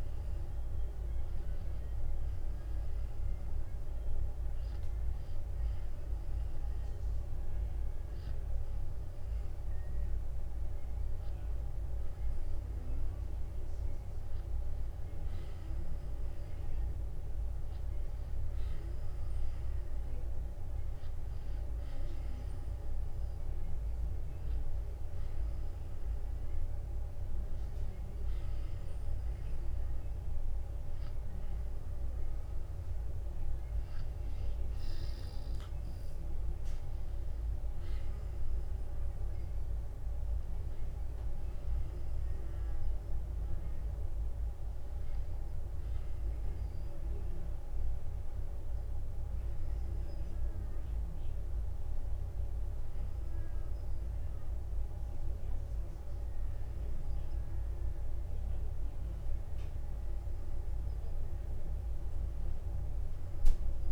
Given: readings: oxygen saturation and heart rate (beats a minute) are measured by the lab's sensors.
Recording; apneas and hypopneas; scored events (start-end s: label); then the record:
breathing in sleep, hard to hear, by a room microphone; none
12.00-37.00 s: oxygen desaturation (device-marked, oxygen 95% before, 91% lowest, heart rate 63 before, 47 extreme)
24.50-26.50 s: long interval between heartbeats (device-marked, heart rate 62 before, 59 extreme)
30.50-32.50 s: long interval between heartbeats (device-marked, heart rate 60 before, 67 extreme)
From the record:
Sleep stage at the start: N2 (light sleep); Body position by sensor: on the back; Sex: male